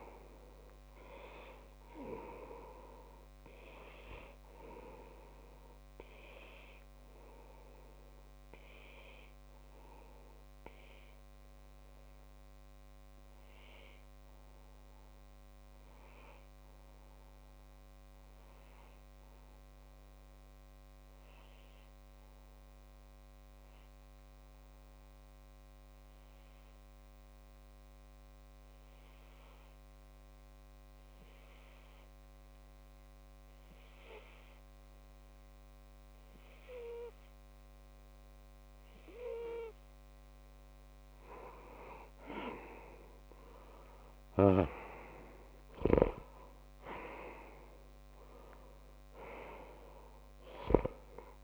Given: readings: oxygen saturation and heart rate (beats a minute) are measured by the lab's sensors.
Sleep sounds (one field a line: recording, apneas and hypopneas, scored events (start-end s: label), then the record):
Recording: breathing in sleep by a microphone on the trachea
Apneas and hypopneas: 1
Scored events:
6.50-41.00 s: obstructive apnea (oxygen 96% before, 93% lowest)
37.00-51.44 s: oxygen desaturation (device-marked, oxygen 99% before, 93% lowest)
43.00-46.50 s: arousal
From the record:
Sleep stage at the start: N2 (light sleep)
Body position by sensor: on the left side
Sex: male